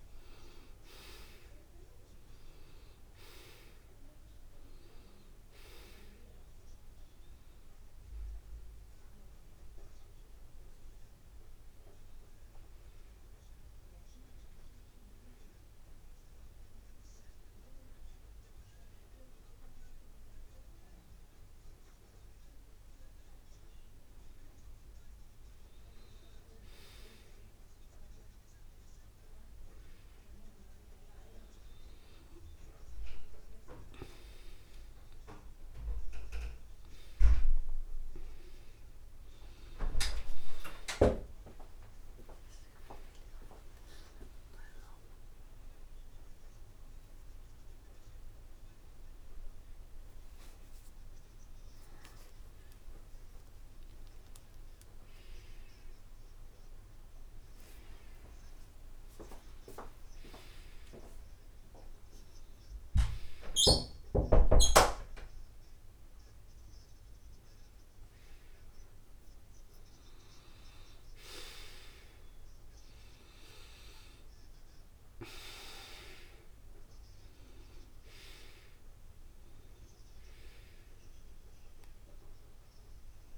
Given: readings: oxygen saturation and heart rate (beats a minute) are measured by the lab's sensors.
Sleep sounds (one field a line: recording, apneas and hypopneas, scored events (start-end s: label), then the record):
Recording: breathing in sleep by a room microphone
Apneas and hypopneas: 2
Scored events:
0.00-10.00 s: oxygen desaturation (device-marked, oxygen 90% lowest, heart rate 73 extreme)
14.50-24.50 s: hypopnea (oxygen 94% before, 92% lowest, heart rate 79 before, 73 extreme, up 2 after)
27.00-30.50 s: arousal
43.50-54.00 s: hypopnea (oxygen 94% before, 92% lowest, heart rate 76 before, 71 extreme, up 34 after)
53.50-55.50 s: long interval between heartbeats (device-marked, heart rate 77 before, 91 extreme)
55.00-58.00 s: arousal
57.50-59.50 s: long interval between heartbeats (device-marked, heart rate 81 before, 106 extreme)
71.50-73.50 s: long interval between heartbeats (device-marked, heart rate 85 before, 82 extreme)
From the record:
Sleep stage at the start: N2 (light sleep)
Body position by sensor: on the back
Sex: male